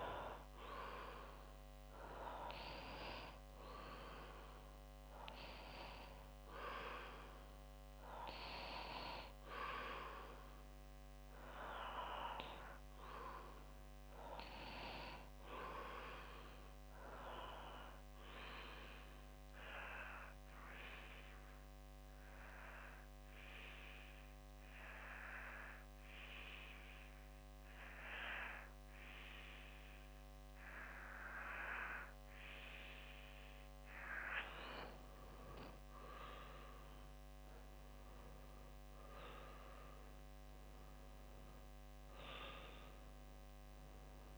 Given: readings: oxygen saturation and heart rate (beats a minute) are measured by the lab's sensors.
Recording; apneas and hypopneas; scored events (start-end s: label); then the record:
breathing in sleep by a microphone on the trachea; 1
0.00-2.00 s: arousal
19.00-33.00 s: obstructive apnea (oxygen 97% before, 93% lowest, heart rate 66 before, 60 extreme, up 8 after)
35.50-39.50 s: arousal
From the record:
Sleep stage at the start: N2 (light sleep); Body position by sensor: on the back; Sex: male